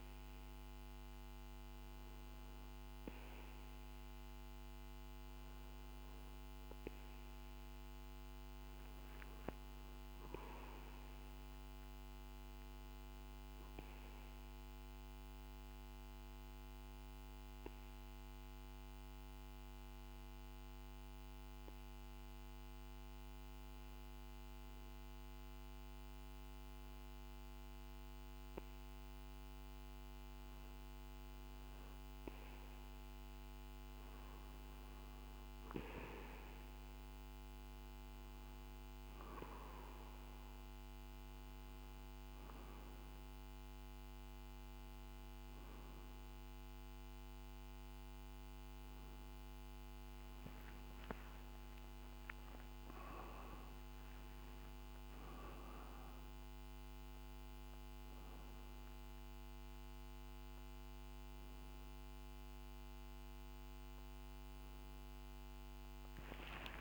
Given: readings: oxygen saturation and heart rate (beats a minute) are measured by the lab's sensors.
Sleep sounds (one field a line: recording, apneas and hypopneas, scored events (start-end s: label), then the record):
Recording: a person partly awake in a sleep study, hard to hear, by a microphone on the trachea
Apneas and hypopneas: 1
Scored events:
14.50-30.50 s: obstructive apnea (oxygen 96% before, 94% lowest, heart rate 53 before, 48 extreme, up 3 after)
40.00-66.81 s: new sleep stage, awake
From the record:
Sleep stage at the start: N2 (light sleep)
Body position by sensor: on the back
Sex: male